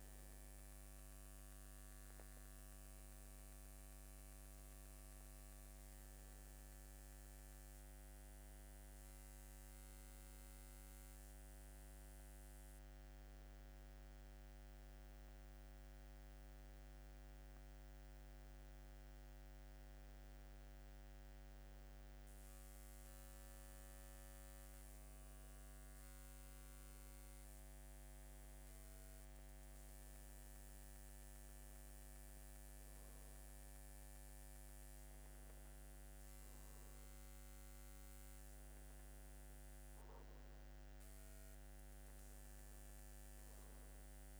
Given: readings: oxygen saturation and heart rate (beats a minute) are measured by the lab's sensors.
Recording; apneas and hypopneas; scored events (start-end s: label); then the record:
breathing in sleep, hard to hear, by a microphone on the trachea; none
23.50-27.50 s: arousal
From the record:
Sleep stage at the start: N2 (light sleep); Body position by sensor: on the back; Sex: male